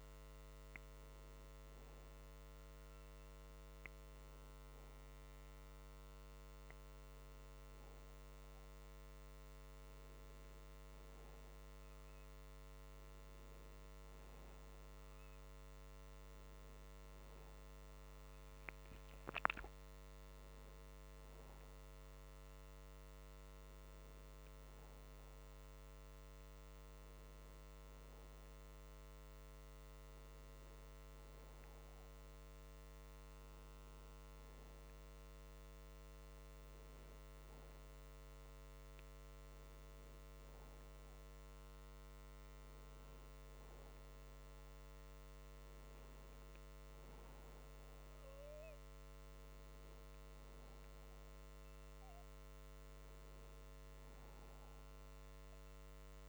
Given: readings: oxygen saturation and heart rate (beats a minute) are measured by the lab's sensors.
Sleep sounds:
breathing in sleep, hard to hear, by a microphone on the trachea; none
none scored
From the record:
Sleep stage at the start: N1 (lightest sleep); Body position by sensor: on the back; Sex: male

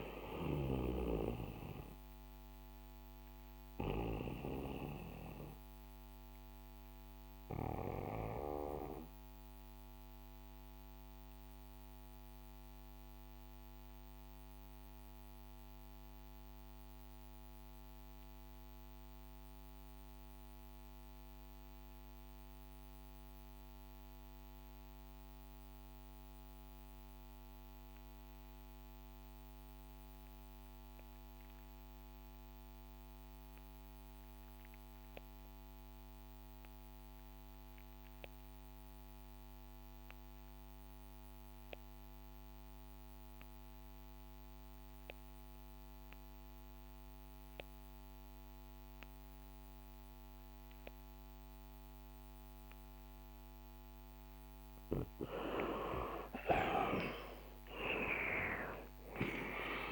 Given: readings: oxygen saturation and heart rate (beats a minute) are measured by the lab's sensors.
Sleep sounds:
breathing in sleep by a microphone on the trachea; 1
0.00-15.50 s: oxygen desaturation (device-marked, oxygen 91% lowest, heart rate 56 extreme)
2.50-52.50 s: obstructive apnea (oxygen 98% before, 81% lowest, heart rate 69 before, 56 extreme, up 21 after)
36.50-59.92 s: oxygen desaturation (device-marked, oxygen 97% before, 81% lowest, heart rate 58 before, 56 extreme)
55.50-59.92 s: arousal
From the record:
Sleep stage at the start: REM sleep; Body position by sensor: on the back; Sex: male

